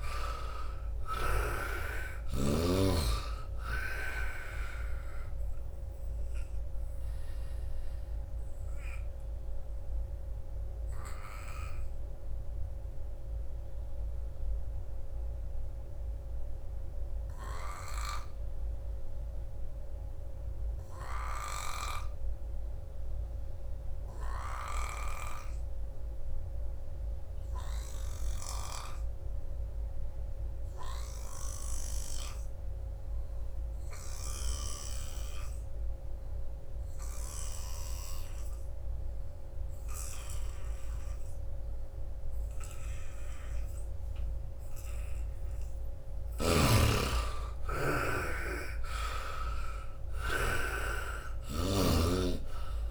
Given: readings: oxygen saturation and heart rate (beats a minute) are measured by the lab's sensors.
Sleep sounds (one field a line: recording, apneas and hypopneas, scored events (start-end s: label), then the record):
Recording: breathing in sleep by a room microphone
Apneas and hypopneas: 1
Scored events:
0.00-22.00 s: oxygen desaturation (device-marked, oxygen 72% lowest, heart rate 59 extreme)
4.00-44.00 s: obstructive apnea (oxygen 98% before, 71% lowest, heart rate 68 before, 59 extreme, up 24 after)
24.00-52.91 s: oxygen desaturation (device-marked, oxygen 98% before, 71% lowest, heart rate 85 before, 59 extreme)
28.00-37.50 s: snoring (device-marked)
45.50-49.00 s: arousal
46.00-52.91 s: snoring (device-marked)
From the record:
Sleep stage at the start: N2 (light sleep)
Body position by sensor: on the right side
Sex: male